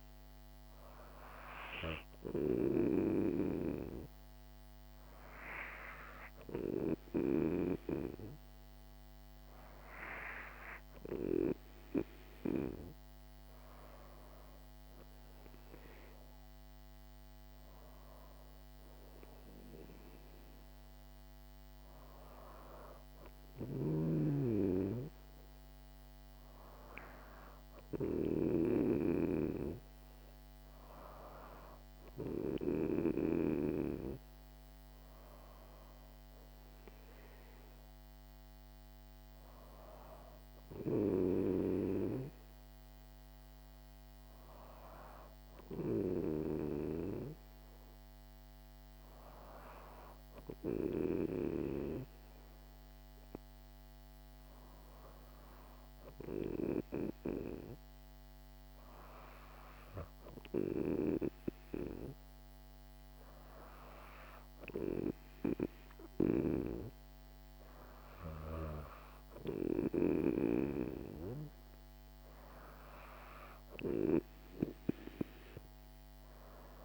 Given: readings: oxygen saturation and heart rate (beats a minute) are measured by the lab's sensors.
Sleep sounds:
breathing in sleep by a microphone on the trachea; none
none scored
From the record:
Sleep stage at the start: N2 (light sleep); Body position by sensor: on the back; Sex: female

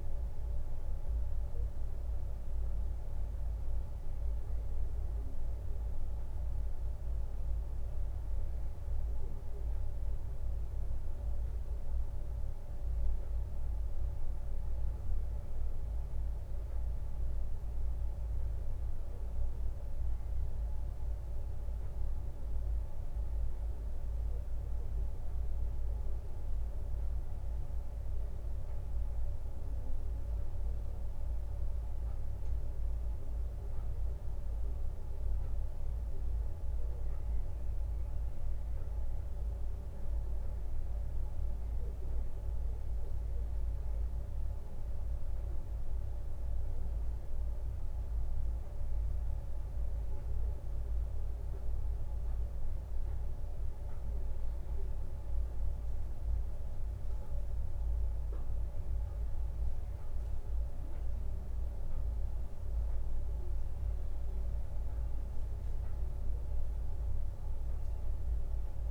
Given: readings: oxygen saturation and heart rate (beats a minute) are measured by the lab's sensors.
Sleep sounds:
breathing in sleep, hard to hear, by a room microphone; none
none scored
From the record:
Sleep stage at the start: N2 (light sleep); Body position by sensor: on the right side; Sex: male

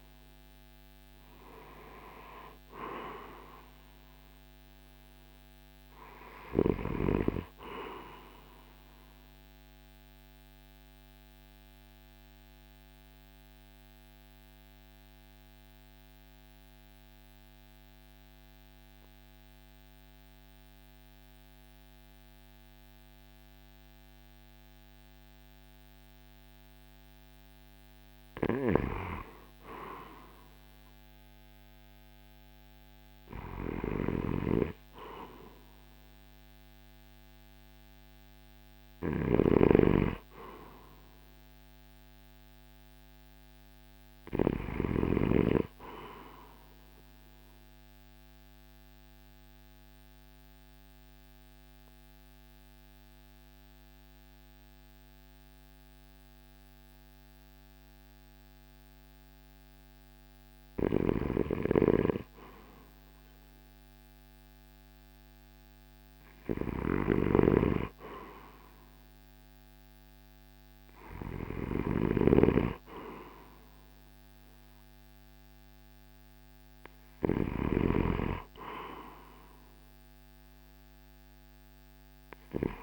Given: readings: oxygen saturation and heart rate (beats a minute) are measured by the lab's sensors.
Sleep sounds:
breathing in sleep by a microphone on the trachea; 2
9.00-28.00 s: obstructive apnea (oxygen 97% before, 87% lowest, heart rate 60 before, 54 extreme, up 5 after)
12.00-30.00 s: oxygen desaturation (device-marked, oxygen 94% before, 87% lowest, heart rate 60 before, 54 extreme)
31.00-35.50 s: arousal
38.50-45.00 s: snoring (device-marked)
43.00-63.00 s: oxygen desaturation (device-marked, oxygen 97% before, 89% lowest, heart rate 57 before, 54 extreme)
47.50-60.50 s: obstructive apnea (oxygen 97% before, 89% lowest, heart rate 58 before, 54 extreme, up 3 after)
61.00-82.83 s: snoring (device-marked)
68.50-73.00 s: arousal
From the record:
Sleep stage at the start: REM sleep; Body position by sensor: on the right side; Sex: male

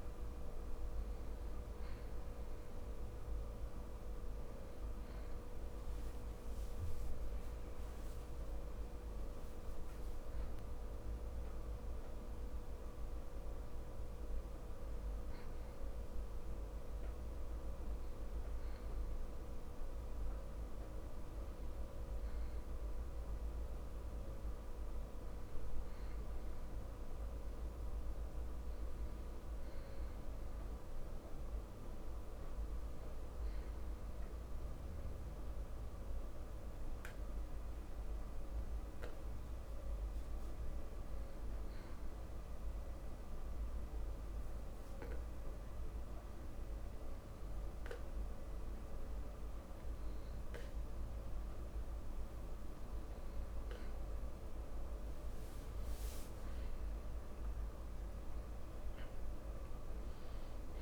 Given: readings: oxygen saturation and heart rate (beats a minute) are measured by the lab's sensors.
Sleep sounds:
breathing in sleep, hard to hear, by a room microphone; 1
0.00-13.00 s: oxygen desaturation (device-marked, oxygen 94% lowest)
25.50-30.00 s: arousal
42.00-53.50 s: obstructive apnea (oxygen 97% before, 93% lowest)
57.00-60.50 s: arousal
58.00-60.82 s: oxygen desaturation (device-marked, oxygen 96% before, 93% lowest)
From the record:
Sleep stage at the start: N2 (light sleep); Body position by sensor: on the back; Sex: male

